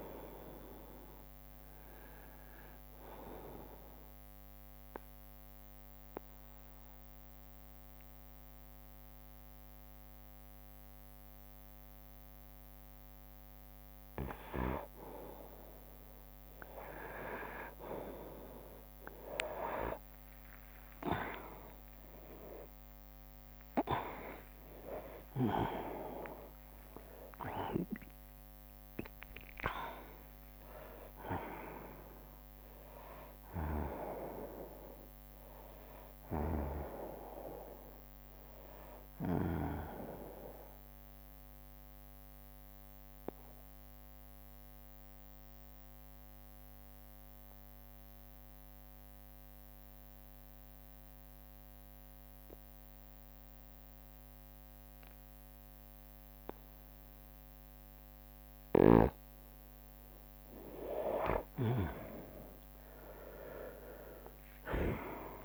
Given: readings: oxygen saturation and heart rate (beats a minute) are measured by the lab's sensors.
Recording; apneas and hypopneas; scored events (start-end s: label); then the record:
breathing in sleep by a microphone on the trachea; 2
0.00-9.00 s: drop in pulse transit time (device-marked, heart rate 59 extreme)
3.50-13.50 s: obstructive apnea (oxygen 98% before, 92% lowest, heart rate 69 before, 61 extreme, up 41 after)
18.00-20.00 s: long interval between heartbeats (device-marked, heart rate 62 before, 75 extreme)
18.00-26.00 s: tachycardia (device-marked, heart rate 69 before, 137 extreme)
19.50-24.50 s: arousal
21.00-33.00 s: drop in pulse transit time (device-marked, heart rate 65 before, 75 extreme)
23.00-25.00 s: long interval between heartbeats (device-marked, heart rate 69 before, 135 extreme)
41.00-58.50 s: obstructive apnea (oxygen 96% before, 92% lowest, heart rate 92 before, 60 extreme, up 13 after)
57.00 s: drop in pulse transit time (device-marked)
61.00-65.45 s: arousal
62.00-65.45 s: oxygen desaturation (device-marked, oxygen 98% before, 92% lowest, heart rate 62 before, 59 extreme)
From the record:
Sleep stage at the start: N2 (light sleep); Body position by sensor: on the right side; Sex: male